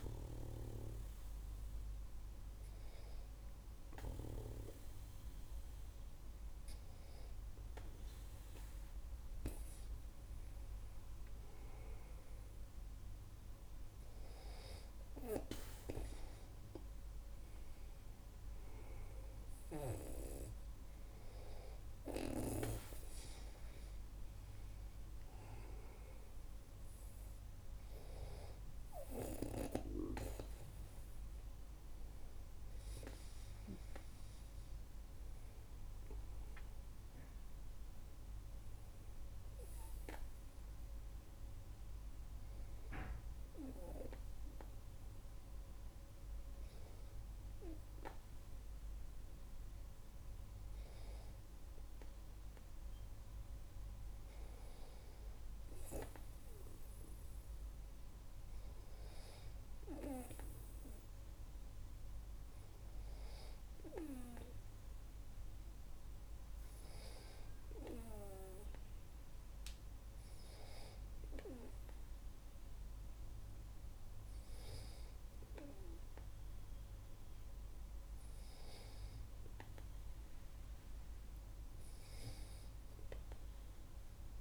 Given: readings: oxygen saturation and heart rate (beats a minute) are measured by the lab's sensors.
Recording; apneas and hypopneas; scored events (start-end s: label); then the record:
breathing in sleep by a room microphone; 1
33.50-37.00 s: arousal
41.00-52.50 s: hypopnea (oxygen 97% before, 96% lowest, heart rate 48 before, 44 extreme, up 11 after)
55.00-58.50 s: arousal
From the record:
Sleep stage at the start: N2 (light sleep); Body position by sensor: on the back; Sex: male